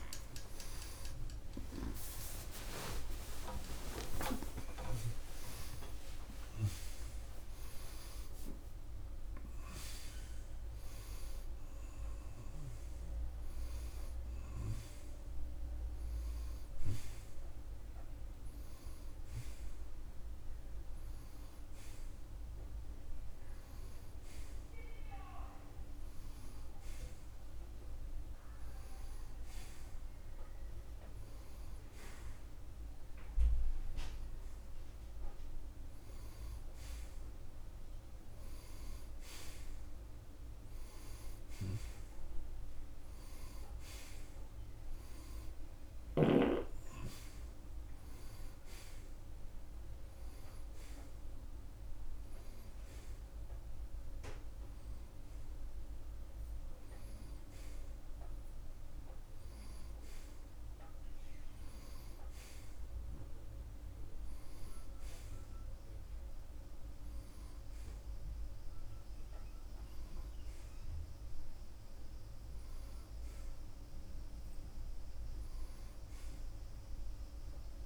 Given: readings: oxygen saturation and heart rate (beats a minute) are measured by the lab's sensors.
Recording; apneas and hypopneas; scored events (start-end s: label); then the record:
a person partly awake in a sleep study, by a room microphone; none
11.50-29.50 s: oxygen desaturation (device-marked, oxygen 93% before, 87% lowest)
20.50-77.86 s: new sleep stage, N1 (lightest sleep)
35.50-56.50 s: oxygen desaturation (device-marked, oxygen 91% before, 86% lowest)
72.50-77.50 s: oxygen desaturation (device-marked, oxygen 93% before, 87% lowest)
From the record:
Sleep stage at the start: awake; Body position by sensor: on the front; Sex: male